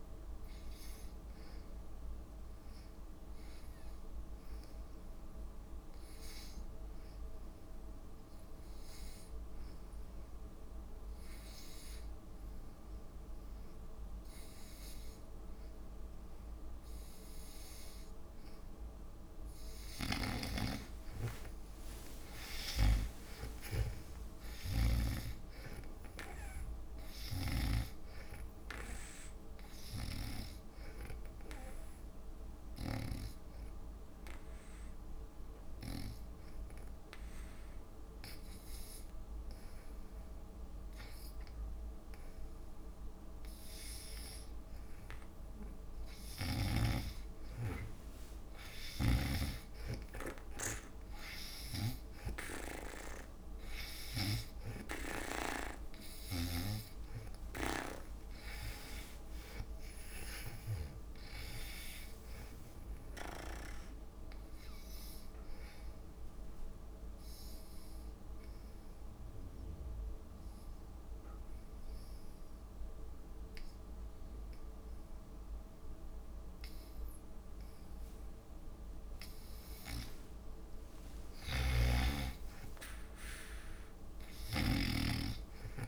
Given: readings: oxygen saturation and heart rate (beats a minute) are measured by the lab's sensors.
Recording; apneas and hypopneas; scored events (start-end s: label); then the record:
breathing in sleep by a room microphone; 3
0.00-14.00 s: oxygen desaturation (device-marked, oxygen 80% lowest)
4.00-18.50 s: obstructive apnea (oxygen 96% before, 83% lowest)
20.00-25.50 s: snoring (device-marked)
21.00-34.00 s: drop in pulse transit time (device-marked)
22.00-25.00 s: arousal
23.00-25.00 s: long interval between heartbeats (device-marked)
29.00-31.00 s: long interval between heartbeats (device-marked, heart rate 30 before, 76 extreme)
30.00-33.50 s: snoring (device-marked)
31.00-42.00 s: obstructive apnea (oxygen 99% before, 88% lowest)
35.00-41.00 s: oxygen desaturation (device-marked, oxygen 97% before, 91% lowest)
40.50-42.50 s: long interval between heartbeats (device-marked, heart rate 53 before, 35 extreme)
48.00-50.00 s: long interval between heartbeats (device-marked)
48.00-67.00 s: oxygen desaturation (device-marked, oxygen 96% before, 89% lowest)
49.50-55.00 s: arousal
54.00-75.00 s: drop in pulse transit time (device-marked)
65.00-67.00 s: long interval between heartbeats (device-marked)
67.50-81.00 s: obstructive apnea (oxygen 96% before, 88% lowest)
81.50-85.88 s: snoring (device-marked)
82.00-85.00 s: arousal
From the record:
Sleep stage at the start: N2 (light sleep); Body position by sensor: on the back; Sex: female